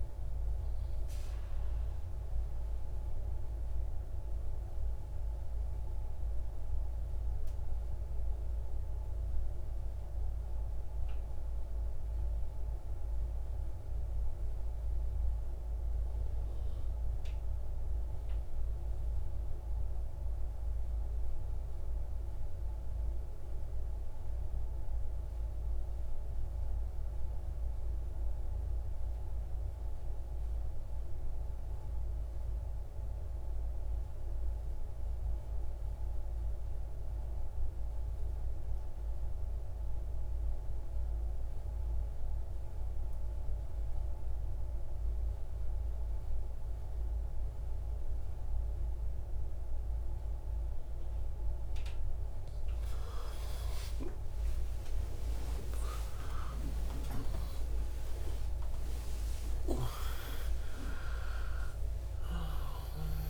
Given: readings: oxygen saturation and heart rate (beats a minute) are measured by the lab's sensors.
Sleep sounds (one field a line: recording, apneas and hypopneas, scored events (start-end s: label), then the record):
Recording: breathing in sleep by a room microphone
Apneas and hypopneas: 1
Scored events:
0.00-6.50 s: oxygen desaturation (device-marked, oxygen 94% lowest)
1.50-52.00 s: mixed apnea (oxygen 98% before, 87% lowest)
25.50-59.50 s: oxygen desaturation (device-marked, oxygen 98% before, 89% lowest, heart rate 52 before, 66 extreme)
53.50-59.00 s: arousal
From the record:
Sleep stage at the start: N2 (light sleep)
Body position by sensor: on the right side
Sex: male